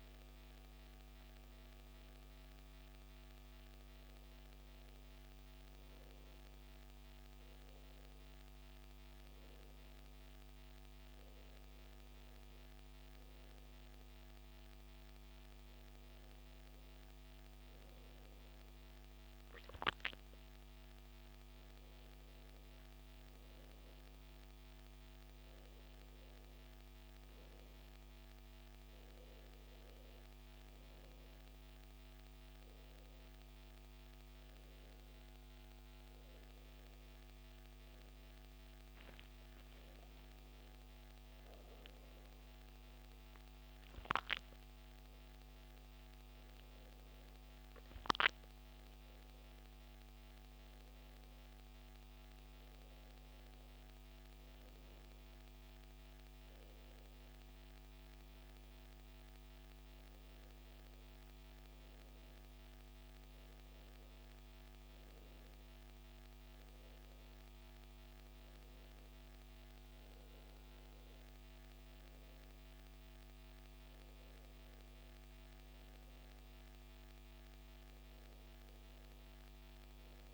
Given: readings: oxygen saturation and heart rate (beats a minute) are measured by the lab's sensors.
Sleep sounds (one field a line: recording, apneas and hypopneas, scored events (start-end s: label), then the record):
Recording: breathing in sleep, hard to hear, by a microphone on the trachea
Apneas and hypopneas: none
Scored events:
39.00-43.00 s: arousal
From the record:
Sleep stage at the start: N2 (light sleep)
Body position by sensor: on the back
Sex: male